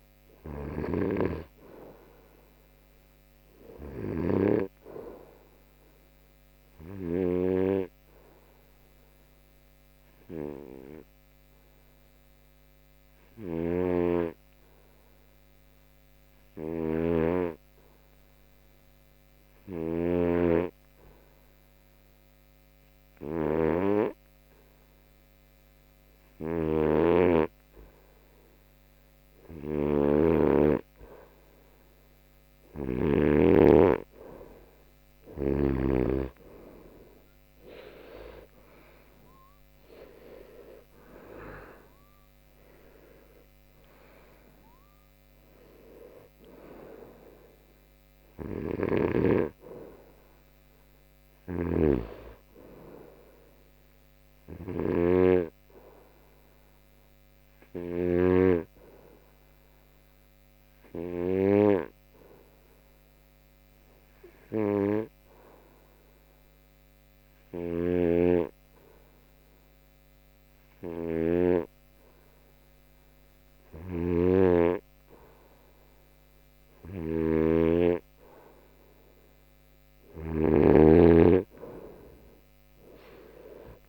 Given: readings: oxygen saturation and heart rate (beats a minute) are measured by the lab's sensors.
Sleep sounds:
breathing in sleep by a microphone on the trachea; 2
0.00-20.00 s: oxygen desaturation (device-marked, oxygen 91% lowest)
7.50-35.50 s: hypopnea (oxygen 96% before, 89% lowest)
34.00-69.00 s: oxygen desaturation (device-marked, oxygen 97% before, 89% lowest)
37.50-42.00 s: arousal
54.00-56.00 s: long interval between heartbeats (device-marked)
55.00-58.50 s: snoring (device-marked)
55.50-79.00 s: hypopnea (oxygen 97% before, 89% lowest)
68.00-81.00 s: snoring (device-marked)
82.00-83.89 s: arousal
From the record:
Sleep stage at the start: N2 (light sleep); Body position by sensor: on the right side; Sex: male

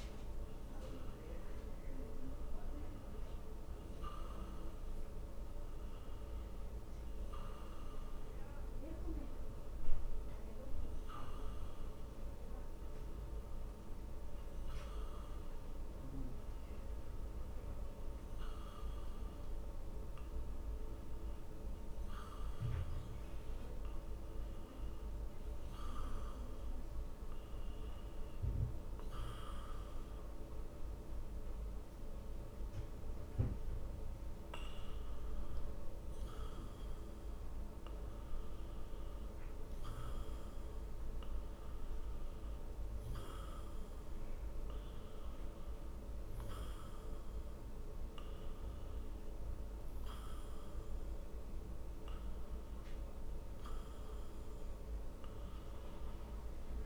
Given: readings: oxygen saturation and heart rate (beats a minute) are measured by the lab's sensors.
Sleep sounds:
breathing in sleep, hard to hear, by a room microphone; none
none scored
From the record:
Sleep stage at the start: N2 (light sleep); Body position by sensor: on the back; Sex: male

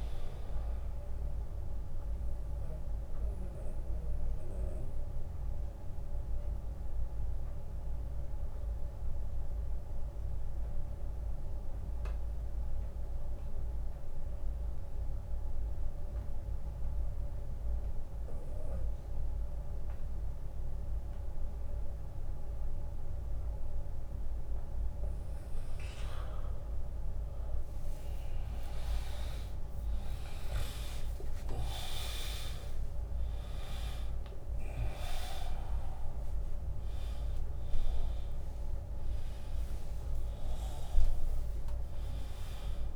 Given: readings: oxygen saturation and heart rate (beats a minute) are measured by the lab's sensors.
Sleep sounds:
breathing in sleep by a room microphone; 1
0.00-6.50 s: drop in pulse transit time (device-marked, heart rate 79 extreme)
0.00-19.50 s: oxygen desaturation (device-marked, oxygen 89% lowest, heart rate 73 extreme)
1.50-25.50 s: obstructive apnea (oxygen 100% before, 88% lowest, heart rate 82 before, 73 extreme, up 0 after)
28.00-32.00 s: arousal
28.50-40.50 s: drop in pulse transit time (device-marked, heart rate 80 before, 74 extreme)
30.50-42.96 s: oxygen desaturation (device-marked, oxygen 100% before, 88% lowest, heart rate 79 before, 71 extreme)
From the record:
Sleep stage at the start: N2 (light sleep); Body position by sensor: on the back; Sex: male

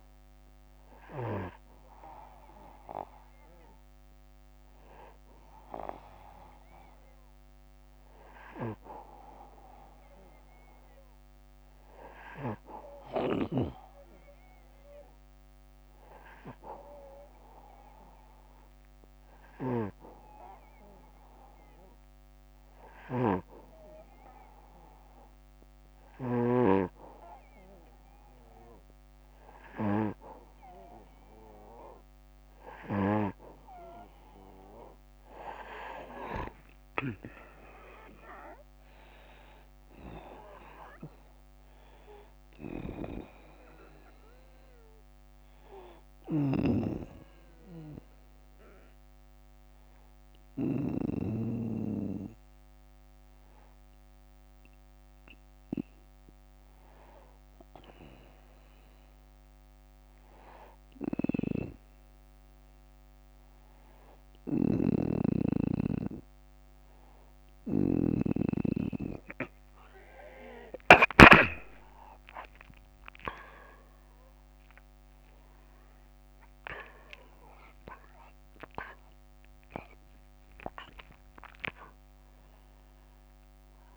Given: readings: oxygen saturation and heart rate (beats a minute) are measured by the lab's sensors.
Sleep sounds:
breathing in sleep by a microphone on the trachea; 2
13.00-29.50 s: hypopnea (oxygen 97% before, 92% lowest, heart rate 62 before, 59 extreme, up 2 after)
22.50-26.00 s: snoring (device-marked)
31.50-35.00 s: arousal
42.00-50.50 s: snoring (device-marked)
46.00-57.00 s: obstructive apnea (oxygen 96% before, 92% lowest, heart rate 64 before, 59 extreme, up 6 after)
60.50-70.50 s: snoring (device-marked)
66.00-83.97 s: new sleep stage, awake
75.00-83.97 s: oxygen desaturation (device-marked, oxygen 97% before, 94% lowest, heart rate 64 before, 70 extreme)
From the record:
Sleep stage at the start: N2 (light sleep); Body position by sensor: on the back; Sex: male

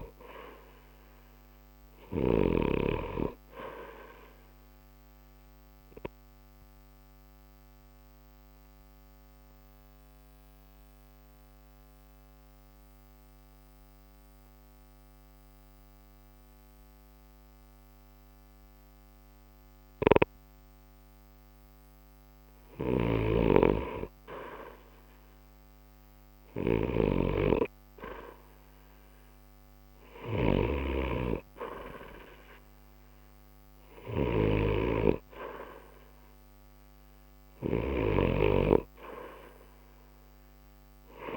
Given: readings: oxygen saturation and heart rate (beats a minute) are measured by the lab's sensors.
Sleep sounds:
breathing in sleep by a microphone on the trachea; 1
0.00-25.50 s: oxygen desaturation (device-marked, oxygen 83% lowest, heart rate 60 extreme)
5.50-22.00 s: obstructive apnea (oxygen 89% before, 83% lowest, heart rate 61 before, 60 extreme, up 0 after)
24.00-30.00 s: arousal
From the record:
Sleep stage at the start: REM sleep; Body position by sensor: on the right side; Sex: male

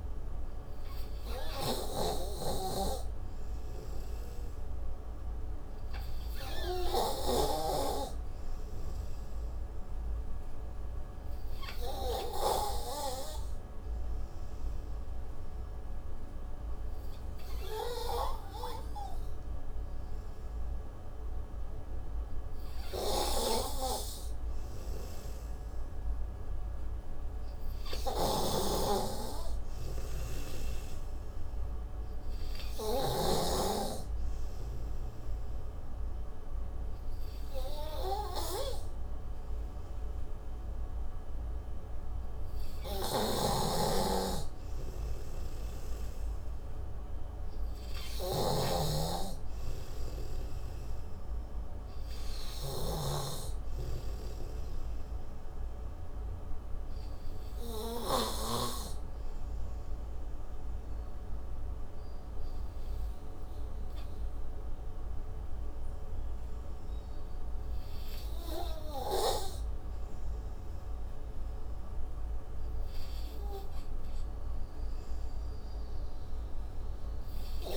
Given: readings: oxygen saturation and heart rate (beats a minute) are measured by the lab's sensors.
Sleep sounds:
breathing in sleep by a room microphone; 3
0.00-3.00 s: arousal
10.50-18.50 s: oxygen desaturation (device-marked, oxygen 94% before, 90% lowest)
10.50-24.00 s: hypopnea (oxygen 94% before, 87% lowest)
28.00-31.50 s: arousal
28.50-33.50 s: snoring (device-marked)
35.50-45.50 s: obstructive apnea (oxygen 93% before, 87% lowest)
43.50-53.50 s: snoring (device-marked)
44.50-52.50 s: oxygen desaturation (device-marked, oxygen 91% before, 87% lowest)
51.50-55.50 s: arousal
59.00-70.00 s: hypopnea (oxygen 96% before, 89% lowest)
73.00-76.00 s: arousal
From the record:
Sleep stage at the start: N3 (deep sleep); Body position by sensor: on the right side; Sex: male

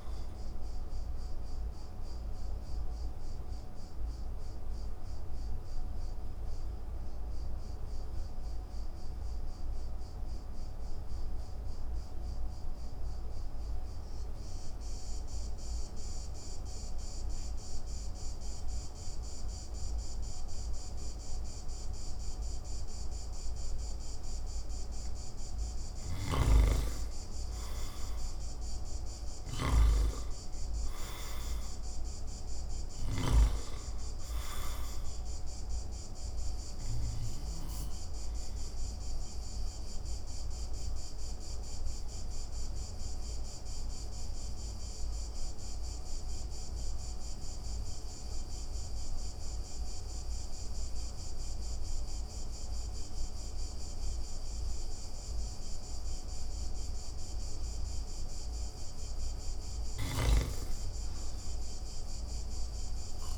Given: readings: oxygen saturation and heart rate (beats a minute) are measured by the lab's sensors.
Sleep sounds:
breathing in sleep, hard to hear, by a room microphone; 2
0.00-14.00 s: oxygen desaturation (device-marked, oxygen 81% lowest)
1.00-24.50 s: mixed apnea (oxygen 98% before, 81% lowest)
25.50-33.00 s: snoring (device-marked)
27.00-30.50 s: arousal
31.00-56.00 s: oxygen desaturation (device-marked, oxygen 97% before, 86% lowest)
37.00-59.00 s: obstructive apnea (oxygen 98% before, 86% lowest)
59.50-63.38 s: snoring (device-marked)
61.50-63.38 s: arousal
From the record:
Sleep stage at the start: N2 (light sleep); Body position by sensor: on the back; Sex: male

